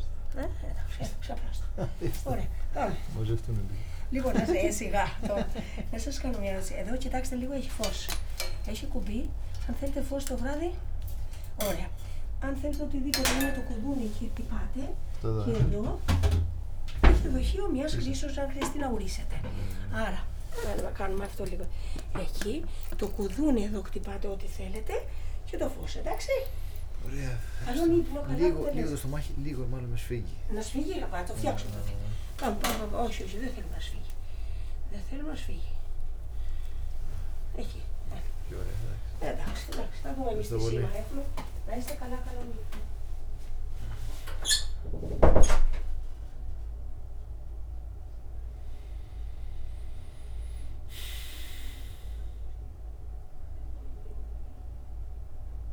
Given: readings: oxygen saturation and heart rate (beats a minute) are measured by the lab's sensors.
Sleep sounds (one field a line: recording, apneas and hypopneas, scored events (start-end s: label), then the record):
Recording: a person awake in a sleep study, by a room microphone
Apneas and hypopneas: none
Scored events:
none scored
From the record:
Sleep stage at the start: awake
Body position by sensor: on the back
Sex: male